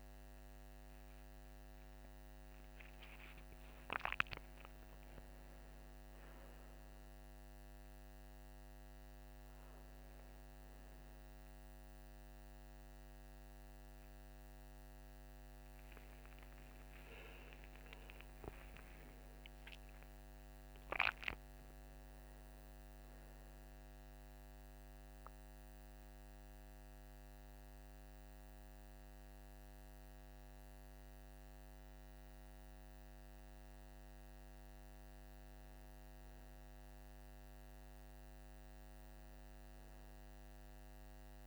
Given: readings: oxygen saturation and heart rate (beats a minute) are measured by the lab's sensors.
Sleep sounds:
breathing in sleep, hard to hear, by a microphone on the trachea; 1
17.50-21.00 s: arousal
23.50-34.00 s: central apnea (oxygen 99% before, 96% lowest, heart rate 62 before, 49 extreme, up 2 after)
26.00-41.47 s: new sleep stage, N2 (light sleep)
36.50-40.50 s: arousal
From the record:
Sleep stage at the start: N1 (lightest sleep); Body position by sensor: on the right side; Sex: male

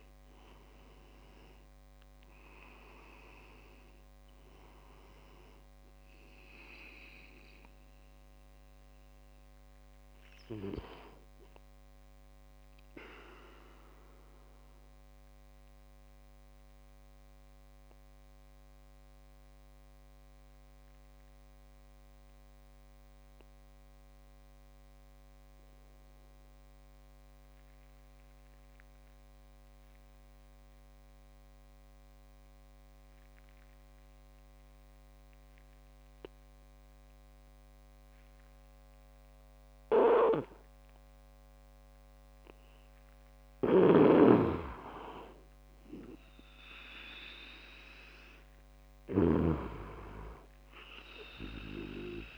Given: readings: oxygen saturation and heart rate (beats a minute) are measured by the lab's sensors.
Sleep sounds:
breathing in sleep by a microphone on the trachea; 1
0.00-24.00 s: oxygen desaturation (device-marked, oxygen 85% lowest)
14.50-42.50 s: mixed apnea (oxygen 95% before, 85% lowest)
43.00-52.38 s: oxygen desaturation (device-marked, oxygen 97% before, 87% lowest)
44.00-52.38 s: snoring (device-marked)
45.00-49.50 s: arousal
From the record:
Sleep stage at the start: N2 (light sleep); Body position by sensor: on the back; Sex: male

